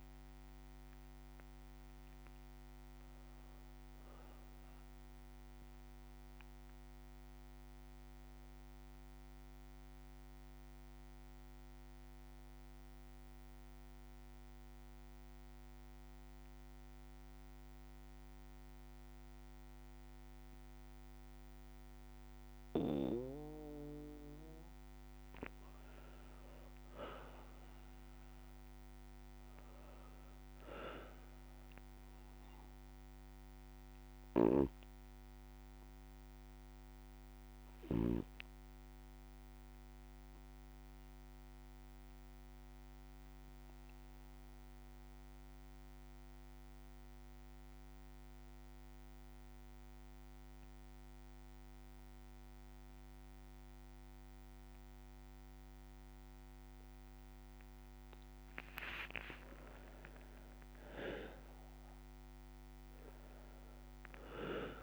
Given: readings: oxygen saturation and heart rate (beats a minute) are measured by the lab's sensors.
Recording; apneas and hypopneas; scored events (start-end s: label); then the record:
breathing in sleep by a microphone on the trachea; 2
1.00-4.00 s: arousal
6.00-24.50 s: mixed apnea (oxygen 98% before, 94% lowest, heart rate 69 before, 56 extreme, up 4 after)
6.50-23.50 s: bradycardia (device-marked, heart rate 61 before, 58 extreme)
26.00-29.50 s: arousal
27.50-49.50 s: oxygen desaturation (device-marked, oxygen 99% before, 95% lowest, heart rate 59 before, 56 extreme)
37.50-57.00 s: obstructive apnea (oxygen 99% before, 94% lowest, heart rate 60 before, 56 extreme, up 14 after)
39.50-55.50 s: bradycardia (device-marked, heart rate 61 before, 56 extreme)
58.50-60.50 s: long interval between heartbeats (device-marked, heart rate 58 before, 69 extreme)
58.50-63.00 s: arousal
62.50-64.82 s: oxygen desaturation (device-marked, oxygen 98% before, 94% lowest, heart rate 60 before, 56 extreme)
From the record:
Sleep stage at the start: N2 (light sleep); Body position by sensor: on the back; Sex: male